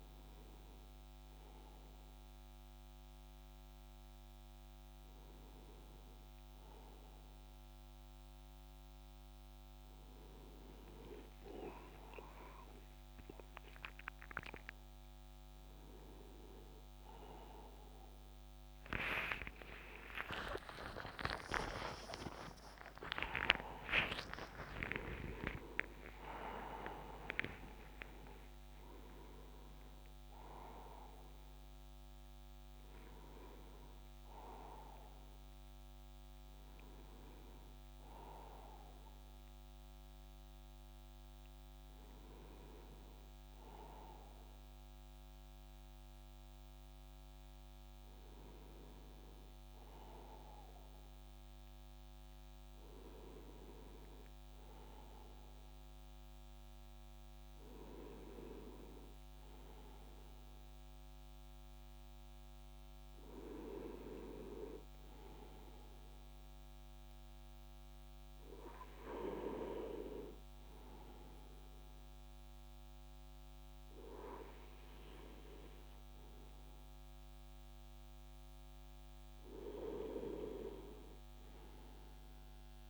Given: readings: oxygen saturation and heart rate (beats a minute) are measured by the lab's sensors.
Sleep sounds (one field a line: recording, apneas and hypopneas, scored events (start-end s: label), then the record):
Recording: a person partly awake in a sleep study, by a microphone on the trachea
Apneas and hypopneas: none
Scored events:
33.50-63.50 s: new sleep stage, N1 (lightest sleep)
63.50-82.89 s: new sleep stage, N2 (light sleep)
From the record:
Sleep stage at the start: awake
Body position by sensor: on the right side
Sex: male